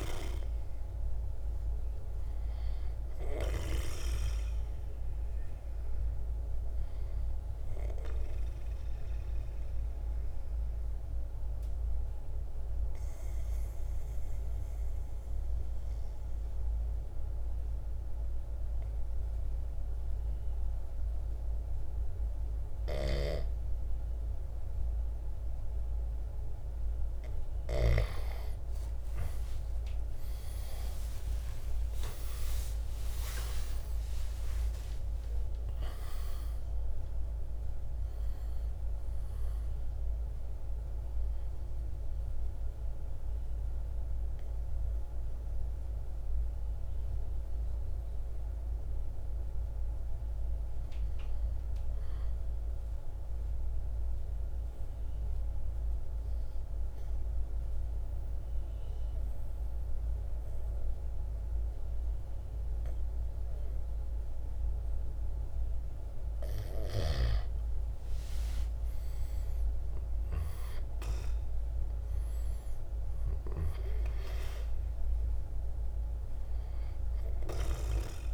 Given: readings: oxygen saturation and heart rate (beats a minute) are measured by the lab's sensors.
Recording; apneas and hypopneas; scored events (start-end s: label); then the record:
breathing in sleep by a room microphone; 2
0.00-9.50 s: drop in pulse transit time (device-marked, heart rate 56 extreme)
6.50-25.00 s: obstructive apnea (oxygen 97% before, 89% lowest, heart rate 58 before, 53 extreme, up 20 after)
7.50-20.50 s: oxygen desaturation (device-marked, oxygen 97% before, 91% lowest, heart rate 58 before, 53 extreme)
22.50-27.50 s: snoring (device-marked)
29.00-35.50 s: arousal
34.50-44.50 s: drop in pulse transit time (device-marked, heart rate 58 before, 59 extreme)
47.50-58.50 s: oxygen desaturation (device-marked, oxygen 96% before, 89% lowest, heart rate 65 before, 53 extreme)
53.00-66.00 s: obstructive apnea (oxygen 97% before, 89% lowest, heart rate 65 before, 53 extreme, up 8 after)
71.50-78.34 s: drop in pulse transit time (device-marked, heart rate 57 before, 58 extreme)
From the record:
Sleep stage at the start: N2 (light sleep); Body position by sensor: on the right side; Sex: male